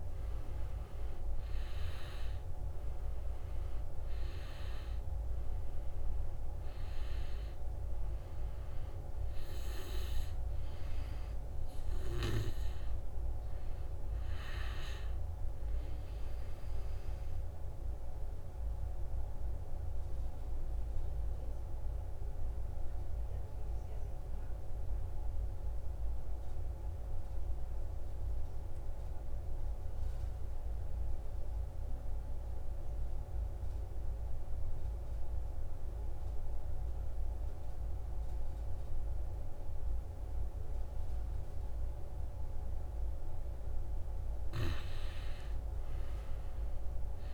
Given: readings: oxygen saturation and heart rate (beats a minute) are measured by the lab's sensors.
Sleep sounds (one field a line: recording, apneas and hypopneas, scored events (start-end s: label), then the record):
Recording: breathing in sleep, hard to hear, by a room microphone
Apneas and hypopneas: 1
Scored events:
0.00-21.50 s: oxygen desaturation (device-marked, oxygen 83% lowest, heart rate 63 extreme)
16.50-43.00 s: obstructive apnea (oxygen 95% before, 83% lowest, heart rate 71 before, 63 extreme, up 8 after)
37.50-47.34 s: oxygen desaturation (device-marked, oxygen 98% before, 84% lowest, heart rate 68 before, 52 extreme)
45.00-47.34 s: arousal
From the record:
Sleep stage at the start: N2 (light sleep)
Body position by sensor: on the back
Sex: male